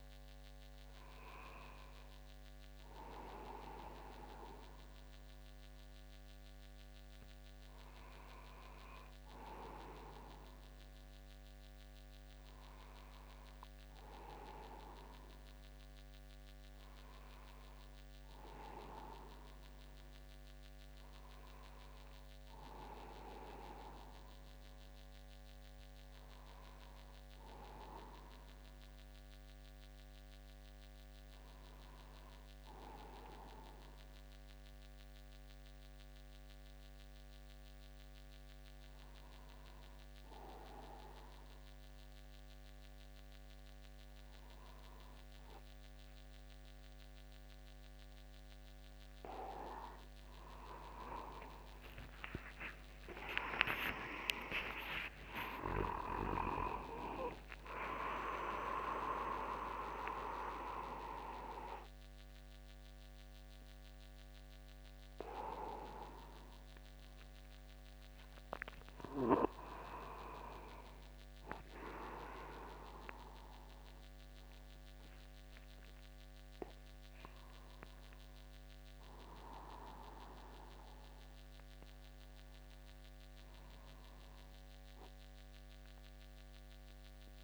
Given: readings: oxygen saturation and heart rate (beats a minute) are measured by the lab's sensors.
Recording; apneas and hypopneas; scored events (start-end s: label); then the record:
a person awake in a sleep study, by a microphone on the trachea; none
1.50-3.50 s: long interval between heartbeats (device-marked, heart rate 63 before, 69 extreme)
8.00-25.00 s: oxygen desaturation (device-marked, oxygen 95% before, 92% lowest, heart rate 65 before, 48 extreme)
13.50-15.50 s: long interval between heartbeats (device-marked, heart rate 61 before, 59 extreme)
27.50-29.50 s: long interval between heartbeats (device-marked, heart rate 54 before, 59 extreme)
46.00-48.00 s: long interval between heartbeats (device-marked, heart rate 53 before, 94 extreme)
49.00-51.00 s: long interval between heartbeats (device-marked, heart rate 62 before, 145 extreme)
55.00-57.00 s: long interval between heartbeats (device-marked, heart rate 93 before, 146 extreme)
75.50-77.50 s: long interval between heartbeats (device-marked, heart rate 73 before, 66 extreme)
From the record:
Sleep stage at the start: awake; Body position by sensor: upright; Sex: male